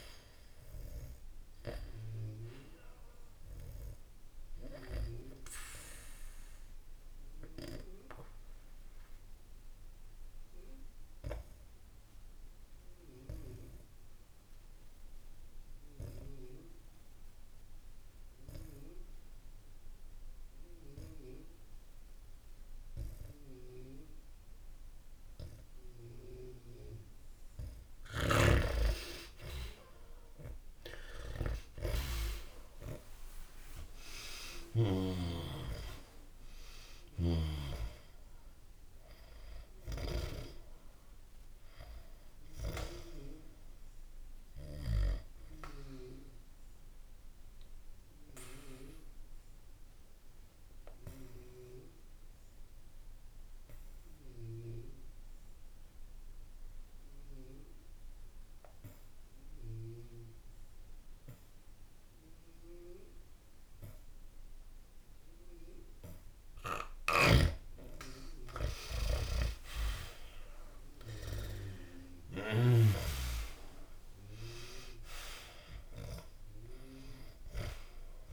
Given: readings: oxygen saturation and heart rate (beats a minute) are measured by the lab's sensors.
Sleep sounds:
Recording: breathing in sleep by a room microphone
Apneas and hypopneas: 2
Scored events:
0.00-13.50 s: oxygen desaturation (device-marked, oxygen 90% lowest, heart rate 63 extreme)
4.00-27.50 s: obstructive apnea (oxygen 97% before, 89% lowest, heart rate 68 before, 63 extreme, up 16 after)
15.50-22.50 s: oxygen desaturation (device-marked, oxygen 93% before, 90% lowest, heart rate 69 before, 63 extreme)
30.00-34.50 s: arousal
34.50-54.50 s: oxygen desaturation (device-marked, oxygen 98% before, 89% lowest, heart rate 67 before, 64 extreme)
44.00-65.50 s: obstructive apnea (oxygen 98% before, 88% lowest, heart rate 70 before, 64 extreme, up 2 after)
66.50-72.50 s: snoring (device-marked)
68.50-73.00 s: arousal
70.50-78.33 s: oxygen desaturation (device-marked, oxygen 98% before, 88% lowest, heart rate 67 before, 65 extreme)
From the record:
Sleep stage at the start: N2 (light sleep)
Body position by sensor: on the back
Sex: male

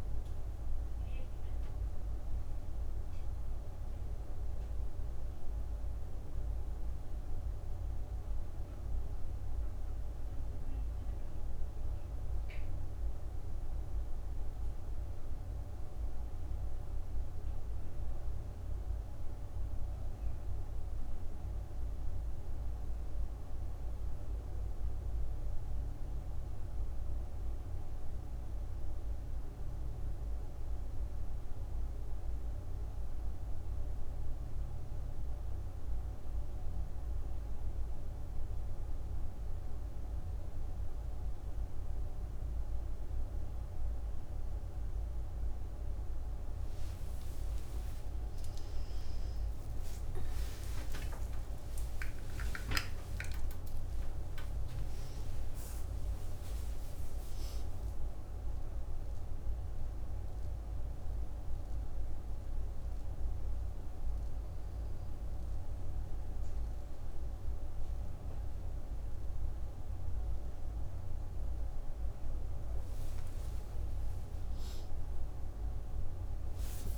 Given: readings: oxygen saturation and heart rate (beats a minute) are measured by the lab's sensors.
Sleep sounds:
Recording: breathing in sleep, hard to hear, by a room microphone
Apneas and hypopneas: none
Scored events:
43.00-76.98 s: new sleep stage, N1 (lightest sleep)
47.50-54.50 s: arousal
74.00-76.98 s: arousal
From the record:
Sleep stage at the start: N2 (light sleep)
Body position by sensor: on the right side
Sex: female

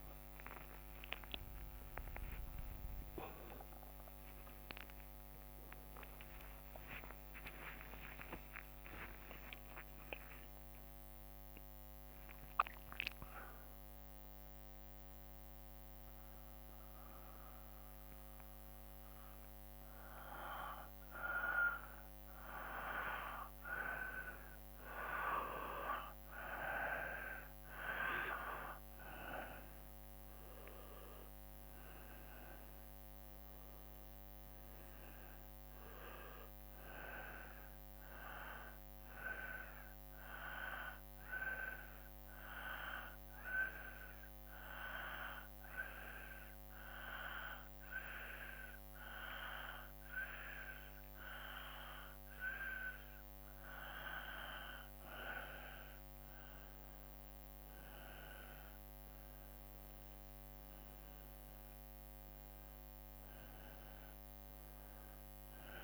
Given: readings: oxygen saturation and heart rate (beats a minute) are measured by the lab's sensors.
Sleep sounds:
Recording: breathing in sleep by a microphone on the trachea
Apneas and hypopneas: 1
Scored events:
0.00-4.50 s: arousal
0.00-5.50 s: tachycardia (device-marked, heart rate 152 extreme)
2.50-4.50 s: long interval between heartbeats (device-marked, heart rate 66 before, 152 extreme)
3.50-13.50 s: drop in pulse transit time (device-marked, heart rate 71 before, 96 extreme)
6.00-8.00 s: long interval between heartbeats (device-marked, heart rate 79 before, 113 extreme)
8.00-10.00 s: long interval between heartbeats (device-marked, heart rate 85 before, 96 extreme)
22.00-24.00 s: long interval between heartbeats (device-marked, heart rate 91 before, 27 extreme)
29.50-45.50 s: oxygen desaturation (device-marked, oxygen 97% before, 92% lowest, heart rate 64 before, 54 extreme)
35.50-39.50 s: arousal
42.50-54.50 s: hypopnea (oxygen 97% before, 90% lowest, heart rate 59 before, 54 extreme, up 2 after)
55.50-60.00 s: arousal
From the record:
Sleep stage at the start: N2 (light sleep)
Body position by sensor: on the back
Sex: male

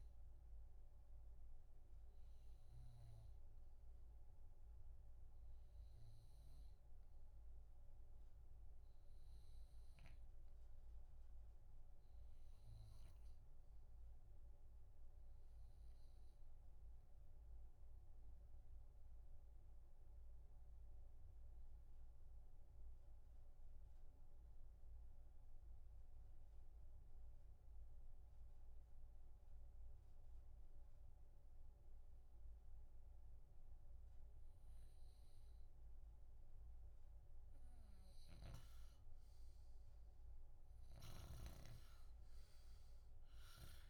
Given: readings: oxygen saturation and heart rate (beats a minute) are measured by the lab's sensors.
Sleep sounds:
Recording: breathing in sleep, hard to hear, by a room microphone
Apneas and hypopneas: 1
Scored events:
0.00-18.00 s: oxygen desaturation (device-marked, oxygen 86% lowest, heart rate 60 extreme)
16.00-38.00 s: obstructive apnea (oxygen 94% before, 86% lowest, heart rate 66 before, 60 extreme, up 21 after)
38.00-41.50 s: snoring (device-marked)
40.00-43.90 s: arousal
41.00-43.90 s: oxygen desaturation (device-marked, oxygen 94% before, 86% lowest, heart rate 61 before, 61 extreme)
From the record:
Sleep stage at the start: REM sleep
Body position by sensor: on the back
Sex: male

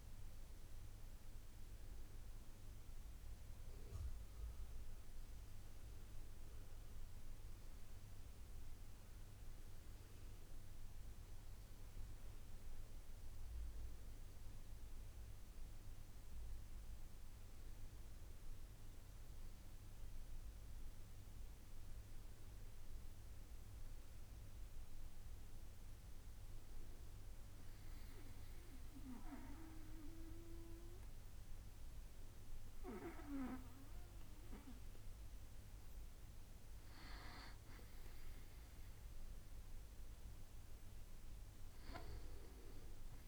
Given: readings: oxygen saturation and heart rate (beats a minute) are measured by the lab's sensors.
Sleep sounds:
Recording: breathing in sleep by a room microphone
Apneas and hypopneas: none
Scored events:
none scored
From the record:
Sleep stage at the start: N2 (light sleep)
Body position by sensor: on the back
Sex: male

